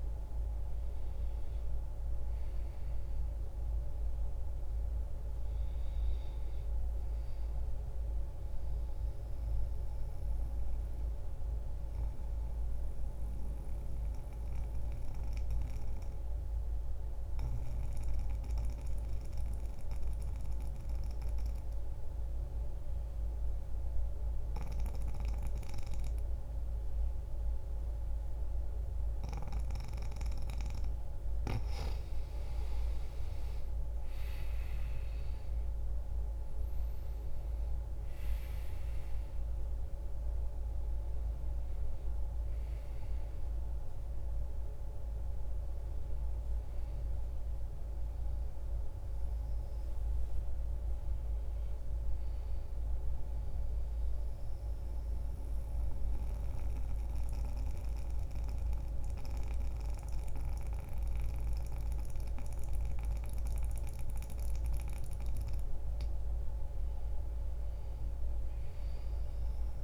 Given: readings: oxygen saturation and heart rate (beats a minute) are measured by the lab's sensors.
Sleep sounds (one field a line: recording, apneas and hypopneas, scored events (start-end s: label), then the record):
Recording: breathing in sleep, hard to hear, by a room microphone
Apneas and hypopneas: 2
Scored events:
1.00-9.00 s: oxygen desaturation (device-marked, oxygen 94% before, 90% lowest)
7.50-31.00 s: mixed apnea (oxygen 95% before, 87% lowest)
15.00-23.00 s: oxygen desaturation (device-marked, oxygen 91% before, 87% lowest)
32.00-36.00 s: arousal
38.00-64.00 s: oxygen desaturation (device-marked, oxygen 97% before, 87% lowest)
53.50-65.50 s: central apnea (oxygen 98% before, 87% lowest)
67.00-69.84 s: arousal
From the record:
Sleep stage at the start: N2 (light sleep)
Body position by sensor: on the back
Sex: male